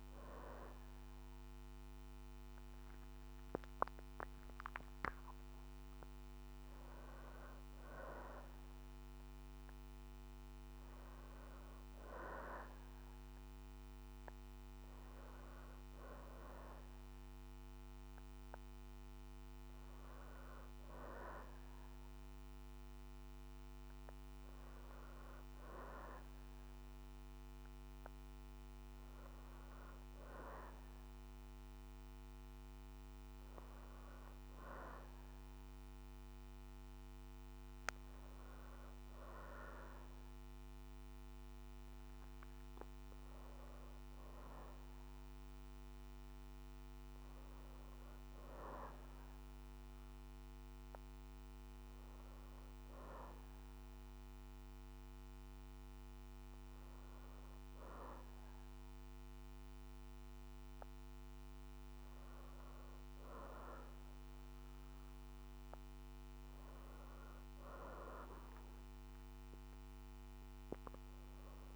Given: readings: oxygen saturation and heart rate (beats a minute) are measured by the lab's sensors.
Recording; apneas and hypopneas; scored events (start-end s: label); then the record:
breathing in sleep by a microphone on the trachea; none
none scored
From the record:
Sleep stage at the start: N2 (light sleep); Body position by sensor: on the back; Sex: female